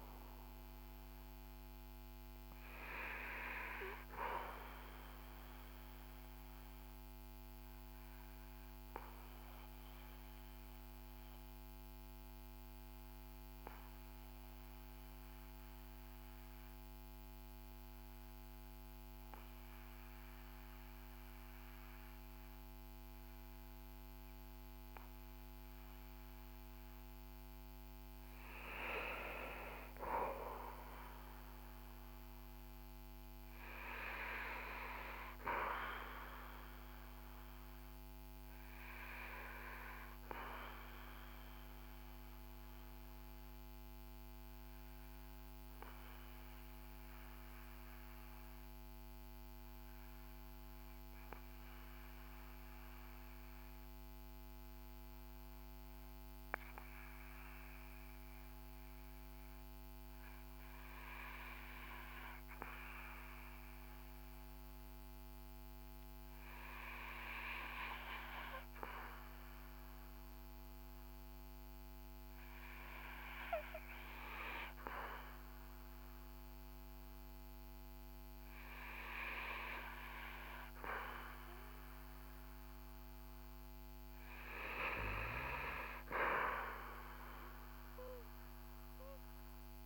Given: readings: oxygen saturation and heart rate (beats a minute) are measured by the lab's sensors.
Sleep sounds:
breathing in sleep by a microphone on the trachea; 2
5.00-26.00 s: obstructive apnea (oxygen 96% before, 89% lowest, heart rate 57 before, 49 extreme, up 9 after)
13.50-26.50 s: oxygen desaturation (device-marked, oxygen 93% before, 90% lowest, heart rate 56 before, 52 extreme)
27.50-32.00 s: arousal
38.50-81.50 s: obstructive apnea (oxygen 96% before, 86% lowest, heart rate 56 before, 49 extreme, up 3 after)
49.50-58.50 s: oxygen desaturation (device-marked, oxygen 94% before, 91% lowest, heart rate 56 before, 53 extreme)
70.50-89.85 s: oxygen desaturation (device-marked, oxygen 95% before, 86% lowest, heart rate 55 before, 52 extreme)
83.50-88.00 s: arousal
From the record:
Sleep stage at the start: N2 (light sleep); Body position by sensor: on the back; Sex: male

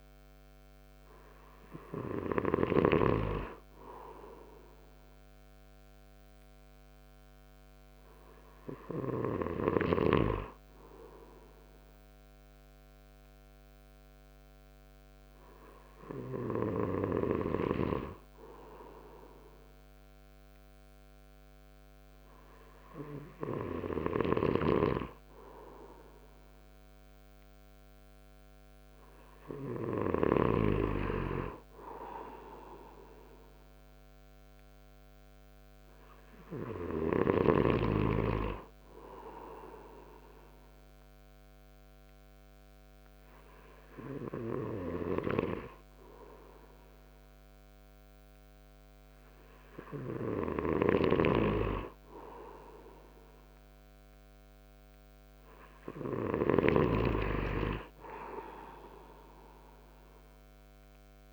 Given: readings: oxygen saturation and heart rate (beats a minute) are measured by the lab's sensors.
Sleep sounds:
breathing in sleep by a microphone on the trachea; 1
14.50-28.00 s: hypopnea (oxygen 96% before, 95% lowest)
24.00-30.50 s: snoring (device-marked)
32.50-36.50 s: arousal
51.00-57.00 s: snoring (device-marked)
From the record:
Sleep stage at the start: N2 (light sleep); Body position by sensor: on the right side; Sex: male

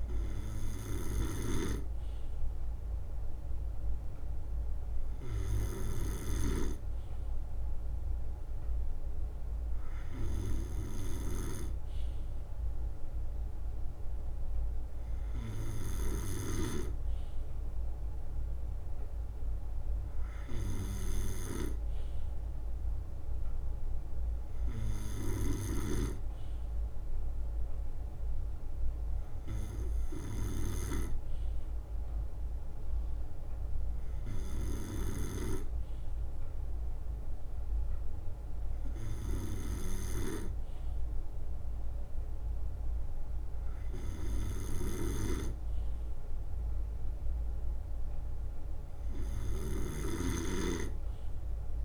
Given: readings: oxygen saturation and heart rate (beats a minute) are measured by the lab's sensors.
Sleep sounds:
breathing in sleep by a room microphone; none
0.00-6.00 s: snoring (device-marked)
9.00-12.00 s: leg movement (device-marked)
24.00-28.00 s: leg movement (device-marked)
29.50-51.85 s: drop in pulse transit time (device-marked, heart rate 64 before, 63 extreme)
38.00-42.00 s: leg movement (device-marked)
From the record:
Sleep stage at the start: N2 (light sleep); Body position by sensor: on the right side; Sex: male

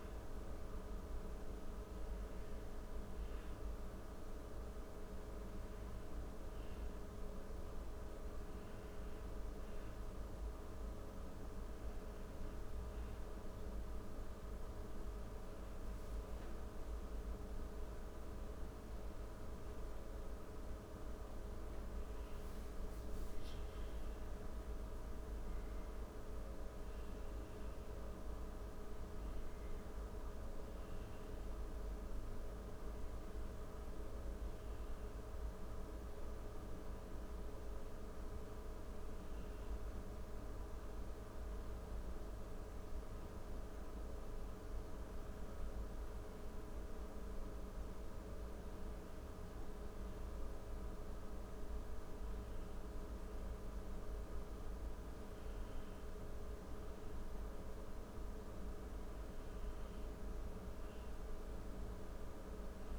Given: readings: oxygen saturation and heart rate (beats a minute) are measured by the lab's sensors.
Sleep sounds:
a person partly awake in a sleep study, hard to hear, by a room microphone; none
9.00-62.99 s: new sleep stage, N1 (lightest sleep)
From the record:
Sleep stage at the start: awake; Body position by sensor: on the back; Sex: female

